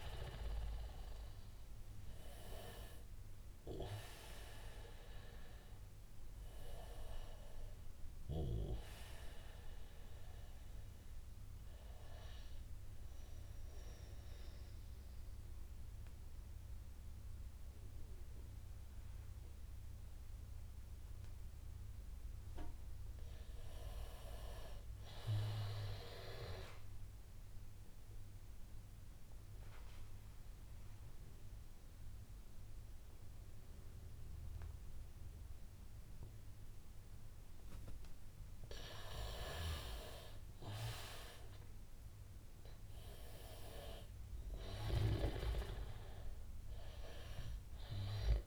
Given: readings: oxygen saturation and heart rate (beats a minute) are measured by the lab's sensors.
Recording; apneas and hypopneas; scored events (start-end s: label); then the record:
breathing in sleep by a room microphone; 2
0.00-8.00 s: oxygen desaturation (device-marked, oxygen 92% lowest, heart rate 79 extreme)
11.00-23.00 s: obstructive apnea (oxygen 96% before, 91% lowest, heart rate 88 before, 79 extreme, up 10 after)
24.50-27.00 s: arousal
29.00-39.00 s: obstructive apnea (oxygen 99% before, 91% lowest, heart rate 85 before, 83 extreme, up 12 after)
41.00-45.50 s: arousal
45.00-48.47 s: oxygen desaturation (device-marked, oxygen 96% before, 91% lowest, heart rate 88 before, 80 extreme)
From the record:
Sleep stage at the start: N2 (light sleep); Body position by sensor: on the back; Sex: male